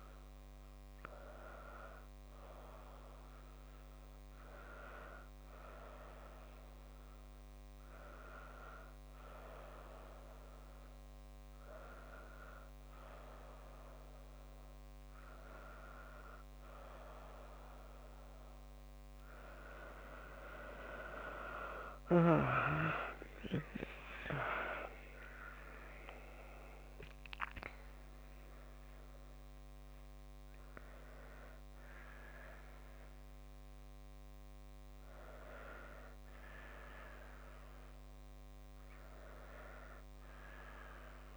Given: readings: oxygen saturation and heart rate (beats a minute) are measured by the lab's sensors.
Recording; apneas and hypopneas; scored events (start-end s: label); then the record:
breathing in sleep by a microphone on the trachea; none
0.00-13.50 s: oxygen desaturation (device-marked, oxygen 92% lowest)
36.50-41.37 s: new sleep stage, N2 (light sleep)
40.00-41.37 s: arousal
From the record:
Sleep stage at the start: N1 (lightest sleep); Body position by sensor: on the left side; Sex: female